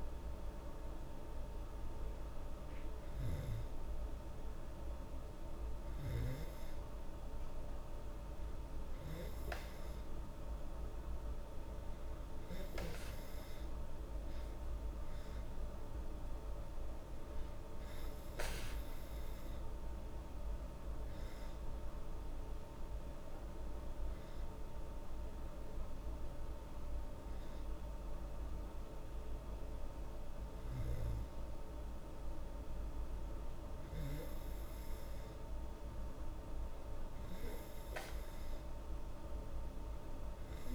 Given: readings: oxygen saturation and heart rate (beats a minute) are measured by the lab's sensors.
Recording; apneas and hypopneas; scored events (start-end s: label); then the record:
breathing in sleep, hard to hear, by a room microphone; none
none scored
From the record:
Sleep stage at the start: N2 (light sleep); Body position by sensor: on the back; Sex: female